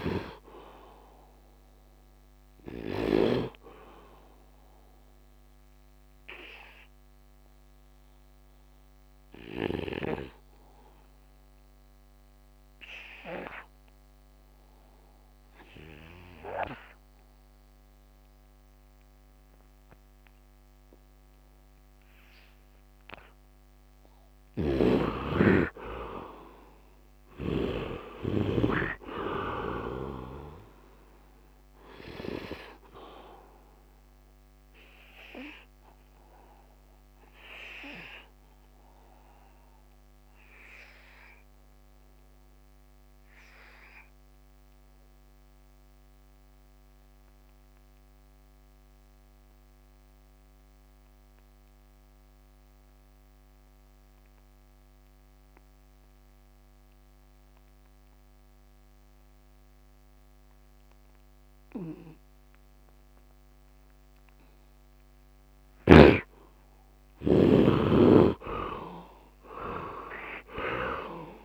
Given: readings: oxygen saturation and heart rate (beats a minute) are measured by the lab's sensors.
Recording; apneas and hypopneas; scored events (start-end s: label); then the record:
breathing in sleep by a microphone on the trachea; 2
0.00-3.00 s: snoring (device-marked)
0.00-11.00 s: oxygen desaturation (device-marked, oxygen 69% lowest, heart rate 74 extreme)
5.00-24.50 s: obstructive apnea (oxygen 98% before, 69% lowest, heart rate 91 before, 68 extreme, up 16 after)
23.00-57.00 s: oxygen desaturation (device-marked, oxygen 99% before, 76% lowest, heart rate 82 before, 68 extreme)
24.00-27.50 s: snoring (device-marked)
26.50-30.00 s: arousal
35.00-64.50 s: obstructive apnea (oxygen 99% before, 69% lowest, heart rate 85 before, 68 extreme, up 13 after)
59.00-71.45 s: oxygen desaturation (device-marked, oxygen 98% before, 69% lowest, heart rate 74 before, 73 extreme)
66.50-71.45 s: arousal
68.00-71.45 s: snoring (device-marked)
From the record:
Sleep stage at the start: N2 (light sleep); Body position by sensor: on the right side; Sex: male